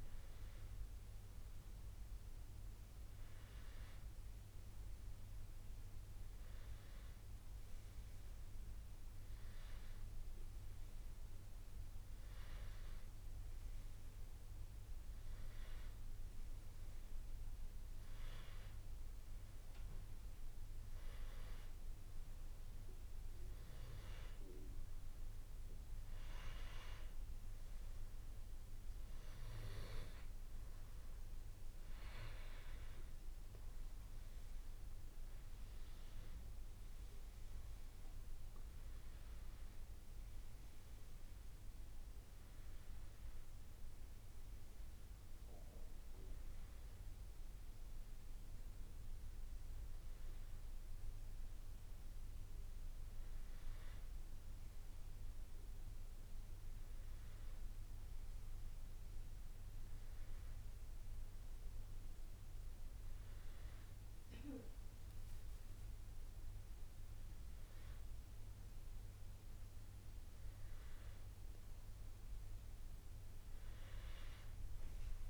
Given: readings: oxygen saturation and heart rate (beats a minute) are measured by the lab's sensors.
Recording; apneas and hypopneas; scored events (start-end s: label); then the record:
breathing in sleep, hard to hear, by a room microphone; none
31.00-35.50 s: arousal
33.50-47.50 s: oxygen desaturation (device-marked, oxygen 98% before, 94% lowest, heart rate 89 before, 84 extreme)
From the record:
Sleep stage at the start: N2 (light sleep); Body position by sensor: on the back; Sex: male